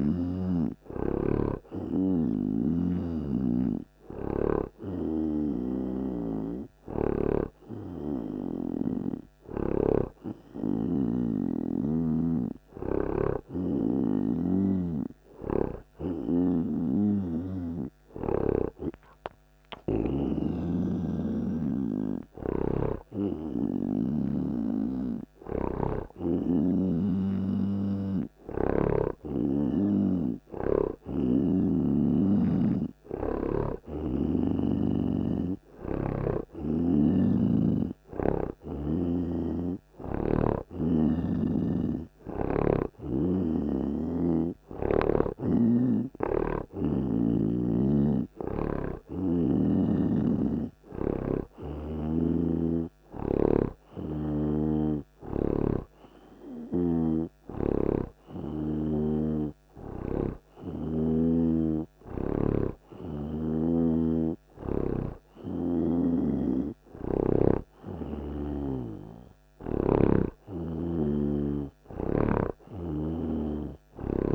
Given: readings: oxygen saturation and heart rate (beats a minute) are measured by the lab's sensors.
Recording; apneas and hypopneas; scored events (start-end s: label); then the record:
breathing in sleep by a microphone on the trachea; none
3.00-11.50 s: snoring (device-marked)
13.50-20.50 s: snoring (device-marked)
22.50-27.00 s: snoring (device-marked)
34.00-37.50 s: snoring (device-marked)
39.50-43.00 s: snoring (device-marked)
52.50-59.50 s: snoring (device-marked)
64.00-73.50 s: snoring (device-marked)
From the record:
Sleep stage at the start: N2 (light sleep); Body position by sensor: on the right side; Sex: male